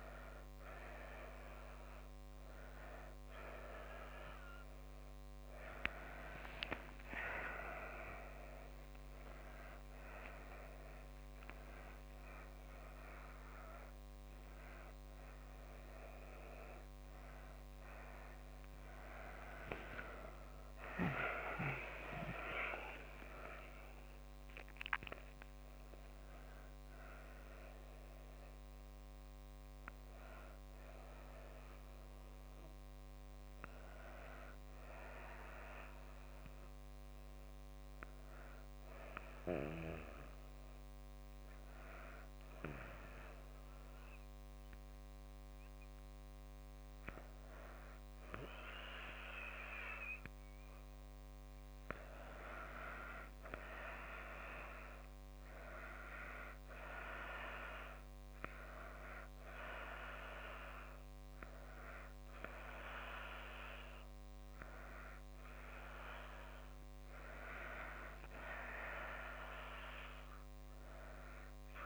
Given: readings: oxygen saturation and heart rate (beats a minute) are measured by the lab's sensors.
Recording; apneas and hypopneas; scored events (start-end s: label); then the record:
breathing in sleep by a microphone on the trachea; 1
0.00-3.00 s: oxygen desaturation (device-marked, oxygen 86% lowest)
6.50-10.00 s: arousal
39.00-51.00 s: hypopnea (oxygen 96% before, 87% lowest)
53.50-57.00 s: arousal
57.00-71.86 s: oxygen desaturation (device-marked, oxygen 97% before, 92% lowest)
From the record:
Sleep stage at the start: N1 (lightest sleep); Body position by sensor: on the back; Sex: female